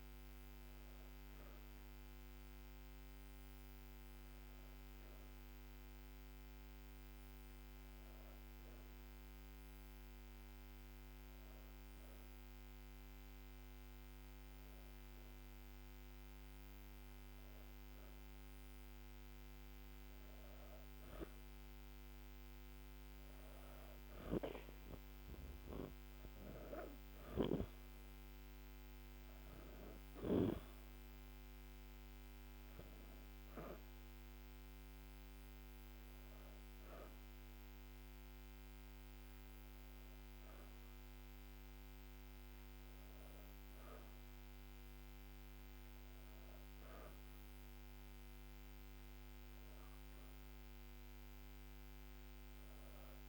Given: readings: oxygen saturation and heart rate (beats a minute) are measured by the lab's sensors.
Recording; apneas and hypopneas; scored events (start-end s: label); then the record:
breathing in sleep, hard to hear, by a microphone on the trachea; none
none scored
From the record:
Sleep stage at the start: N2 (light sleep); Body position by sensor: on the back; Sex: female